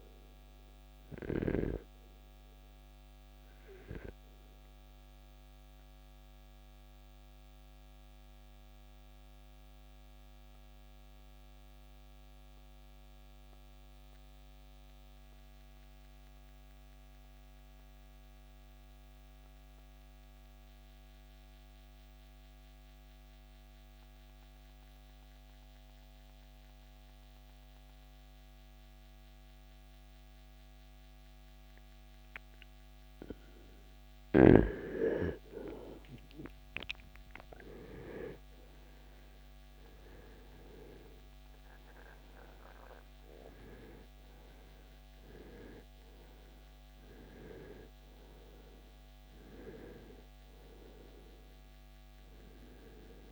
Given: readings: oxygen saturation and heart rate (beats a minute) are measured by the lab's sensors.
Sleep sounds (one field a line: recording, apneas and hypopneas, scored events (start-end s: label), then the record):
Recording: breathing in sleep by a microphone on the trachea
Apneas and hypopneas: 1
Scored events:
0.00-23.50 s: oxygen desaturation (device-marked, oxygen 87% lowest, heart rate 52 extreme)
4.50-33.50 s: obstructive apnea (oxygen 96% before, 84% lowest, heart rate 63 before, 52 extreme, up 13 after)
34.50-39.50 s: arousal
From the record:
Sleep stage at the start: REM sleep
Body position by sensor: on the right side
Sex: male